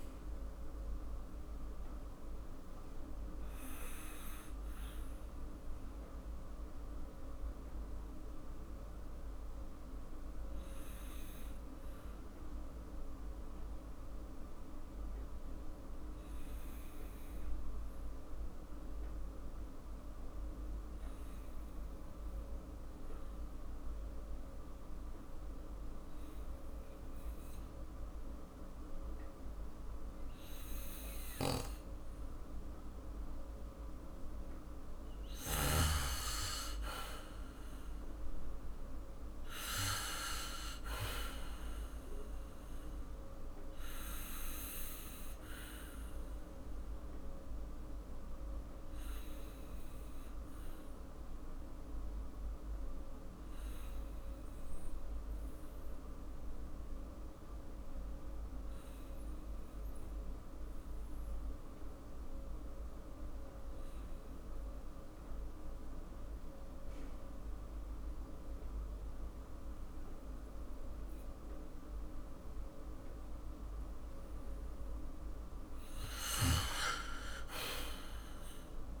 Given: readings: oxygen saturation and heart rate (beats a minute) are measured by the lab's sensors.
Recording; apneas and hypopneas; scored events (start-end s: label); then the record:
breathing in sleep by a room microphone; 2
2.00-34.00 s: obstructive apnea (oxygen 98% before, 94% lowest, heart rate 56 before, 49 extreme, up 6 after)
19.00-30.00 s: oxygen desaturation (device-marked, oxygen 97% before, 94% lowest, heart rate 54 before, 50 extreme)
31.00-36.00 s: snoring (device-marked)
36.50-39.50 s: arousal
43.00-74.00 s: obstructive apnea (oxygen 99% before, 93% lowest, heart rate 54 before, 48 extreme, up 10 after)
65.00-71.00 s: oxygen desaturation (device-marked, oxygen 99% before, 95% lowest, heart rate 53 before, 50 extreme)
77.50-79.00 s: arousal
From the record:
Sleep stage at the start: N2 (light sleep); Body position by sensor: on the back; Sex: male